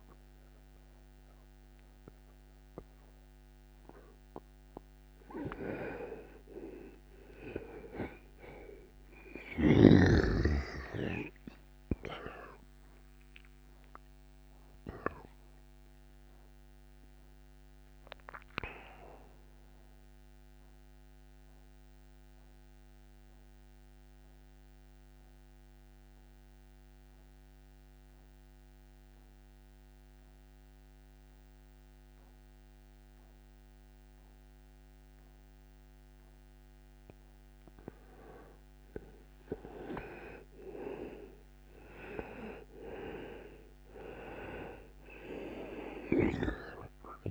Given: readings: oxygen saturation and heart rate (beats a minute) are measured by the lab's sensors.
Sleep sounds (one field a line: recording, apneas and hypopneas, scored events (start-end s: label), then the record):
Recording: breathing in sleep by a microphone on the trachea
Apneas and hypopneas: 1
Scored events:
10.00-15.00 s: arousal
21.00-36.00 s: central apnea (oxygen 99% before, 91% lowest, heart rate 79 before, 61 extreme, up 8 after)
39.00-43.00 s: arousal
From the record:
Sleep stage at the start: N1 (lightest sleep)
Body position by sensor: on the right side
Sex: male